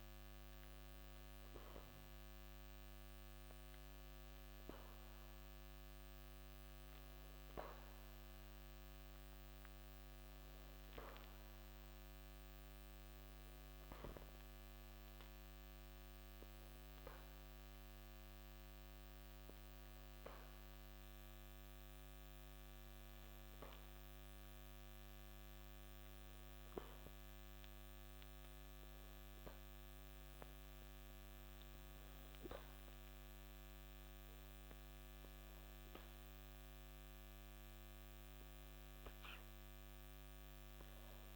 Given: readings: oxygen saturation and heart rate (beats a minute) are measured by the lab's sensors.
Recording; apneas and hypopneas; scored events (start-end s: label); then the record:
breathing in sleep, hard to hear, by a microphone on the trachea; none
none scored
From the record:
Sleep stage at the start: N2 (light sleep); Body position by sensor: on the back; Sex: male